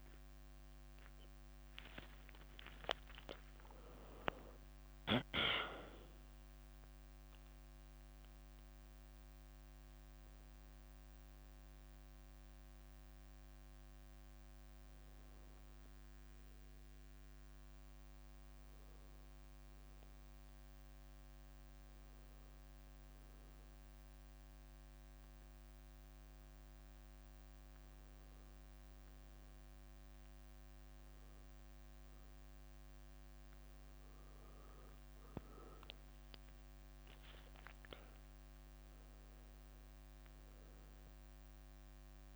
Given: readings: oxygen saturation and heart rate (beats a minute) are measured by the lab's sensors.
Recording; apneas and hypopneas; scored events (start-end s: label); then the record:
breathing in sleep by a microphone on the trachea; none
0.00-1.00 s: arousal
0.00-9.50 s: oxygen desaturation (device-marked, oxygen 93% lowest, heart rate 68 extreme)
1.50-7.00 s: leg movement (device-marked)
10.50-17.00 s: leg movement (device-marked)
19.00-21.50 s: leg movement (device-marked)
26.00-31.50 s: leg movement (device-marked)
33.50-38.00 s: leg movement (device-marked)
35.00-39.50 s: arousal
39.00-42.36 s: leg movement (device-marked)
From the record:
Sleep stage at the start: N1 (lightest sleep); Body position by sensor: on the back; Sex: female